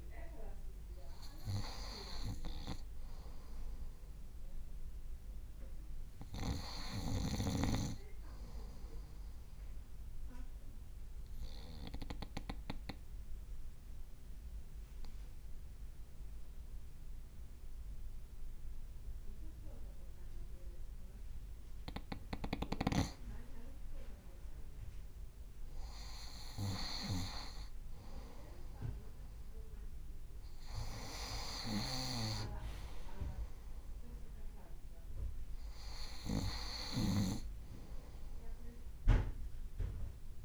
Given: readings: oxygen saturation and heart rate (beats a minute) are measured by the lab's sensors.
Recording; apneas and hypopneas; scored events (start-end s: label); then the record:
breathing in sleep by a room microphone; 1
0.00-1.50 s: arousal
8.50-22.00 s: obstructive apnea (oxygen 96% before, 94% lowest, heart rate 56 before, 56 extreme, up 2 after)
24.00-27.00 s: arousal
31.00-40.45 s: snoring (device-marked)
From the record:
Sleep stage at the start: N2 (light sleep); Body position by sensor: on the front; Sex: male